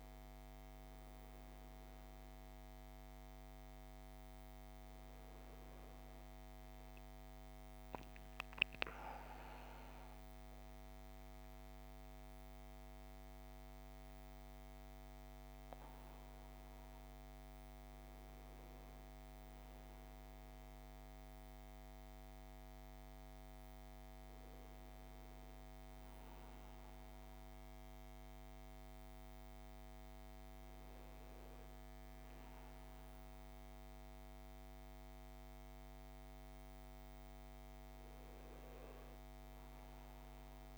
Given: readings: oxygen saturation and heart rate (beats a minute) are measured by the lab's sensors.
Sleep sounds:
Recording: breathing in sleep, hard to hear, by a microphone on the trachea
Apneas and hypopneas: 1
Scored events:
3.50-20.50 s: oxygen desaturation (device-marked, oxygen 99% before, 95% lowest, heart rate 62 before, 61 extreme)
6.50-17.00 s: obstructive apnea (oxygen 99% before, 94% lowest, heart rate 62 before, 61 extreme, up 4 after)
20.50-25.50 s: arousal
From the record:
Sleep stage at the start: N1 (lightest sleep)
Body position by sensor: on the right side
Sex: male

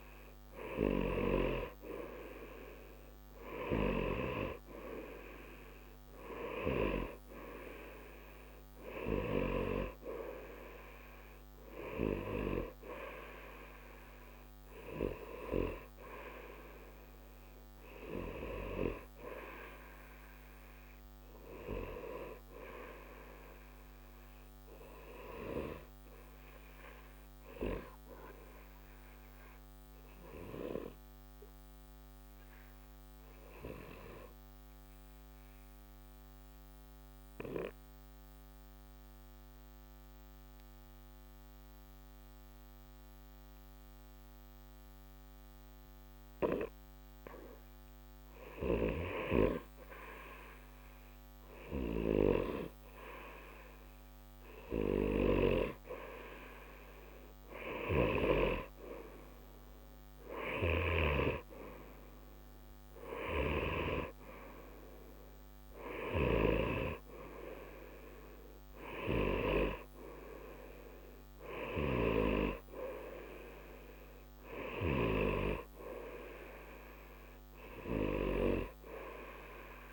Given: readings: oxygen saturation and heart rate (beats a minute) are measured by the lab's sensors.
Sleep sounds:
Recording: breathing in sleep by a microphone on the trachea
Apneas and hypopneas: 1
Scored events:
0.00-32.00 s: oxygen desaturation (device-marked, oxygen 89% lowest, heart rate 60 extreme)
28.00-49.00 s: obstructive apnea (oxygen 93% before, 90% lowest, heart rate 61 before, 60 extreme, up 2 after)
51.00-55.00 s: arousal
From the record:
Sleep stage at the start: N2 (light sleep)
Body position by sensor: on the right side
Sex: male

